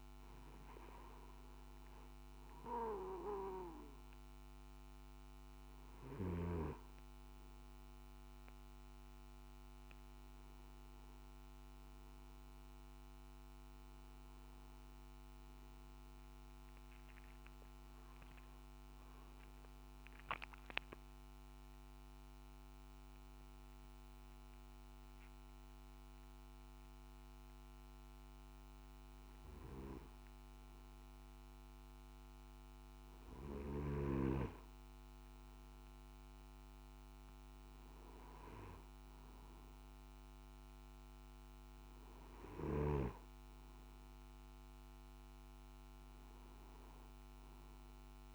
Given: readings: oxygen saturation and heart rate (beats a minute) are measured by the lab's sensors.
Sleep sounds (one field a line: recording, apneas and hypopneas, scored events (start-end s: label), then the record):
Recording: breathing in sleep by a microphone on the trachea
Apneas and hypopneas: 1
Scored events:
17.00-21.00 s: arousal
24.00-35.50 s: hypopnea (oxygen 96% before, 94% lowest, heart rate 62 before, 59 extreme, up 2 after)
37.50-40.50 s: arousal
From the record:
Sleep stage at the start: N2 (light sleep)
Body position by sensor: on the back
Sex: male